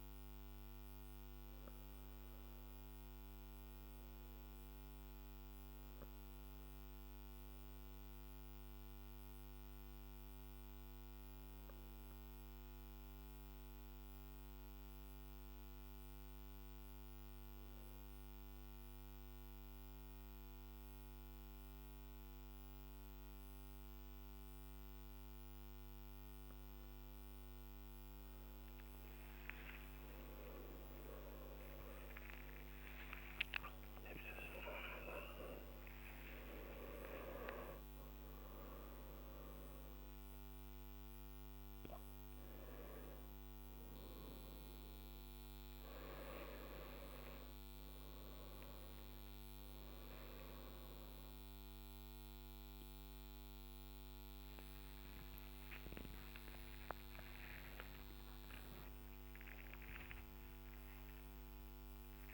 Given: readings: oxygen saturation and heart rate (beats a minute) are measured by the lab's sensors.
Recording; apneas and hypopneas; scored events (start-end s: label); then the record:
breathing in sleep by a microphone on the trachea; 1
12.50-27.50 s: obstructive apnea (oxygen 99% before, 94% lowest, heart rate 49 before, 45 extreme, up 16 after)
30.50-43.50 s: oxygen desaturation (device-marked, oxygen 97% before, 94% lowest, heart rate 46 before, 59 extreme)
57.00-59.00 s: long interval between heartbeats (device-marked, heart rate 63 before, 70 extreme)
From the record:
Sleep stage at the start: N2 (light sleep); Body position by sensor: on the back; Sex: male